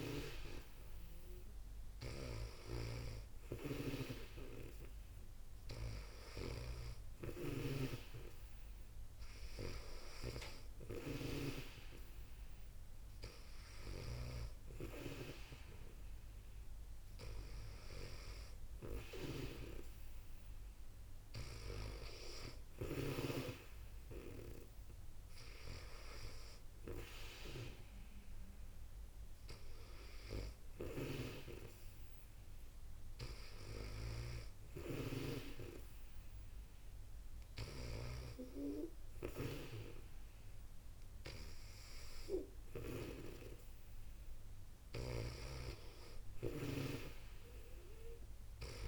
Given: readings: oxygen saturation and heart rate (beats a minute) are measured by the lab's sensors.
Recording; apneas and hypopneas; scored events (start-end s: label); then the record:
breathing in sleep by a room microphone; none
2.00-14.00 s: snoring (device-marked)
30.50-37.50 s: snoring (device-marked)
44.50-48.88 s: snoring (device-marked)
From the record:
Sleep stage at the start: N2 (light sleep); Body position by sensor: on the back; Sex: female